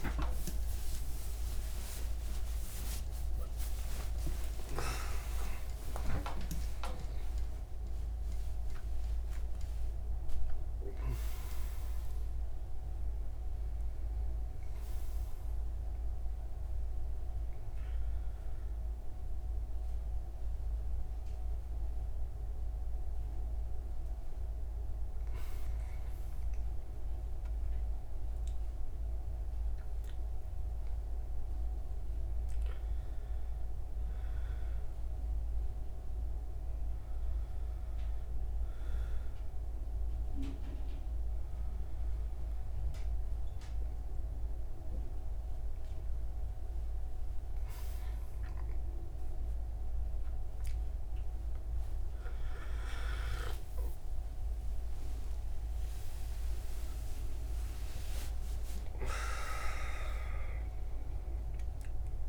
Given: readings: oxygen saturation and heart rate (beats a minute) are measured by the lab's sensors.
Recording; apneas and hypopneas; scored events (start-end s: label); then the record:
a person awake in a sleep study, by a room microphone; none
none scored
From the record:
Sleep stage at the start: awake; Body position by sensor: on the right side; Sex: male